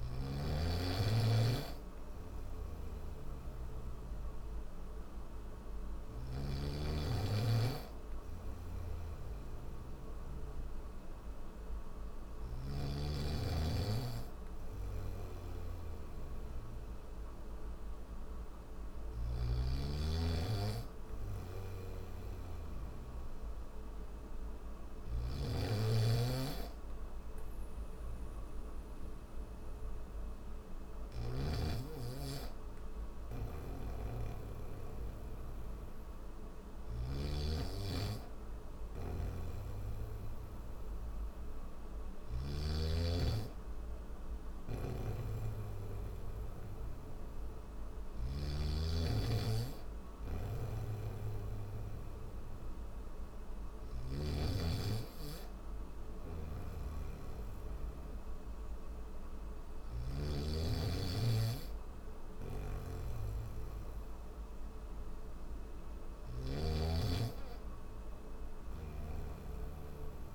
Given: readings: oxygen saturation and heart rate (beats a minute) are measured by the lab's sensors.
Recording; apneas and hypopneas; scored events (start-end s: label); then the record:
breathing in sleep by a room microphone; none
2.00-6.00 s: snoring (device-marked)
8.00-36.50 s: snoring (device-marked)
38.50-42.00 s: snoring (device-marked)
44.00-48.00 s: snoring (device-marked)
50.00-54.00 s: snoring (device-marked)
56.00-66.00 s: snoring (device-marked)
68.00-70.34 s: snoring (device-marked)
From the record:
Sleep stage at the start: N3 (deep sleep); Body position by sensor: on the back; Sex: male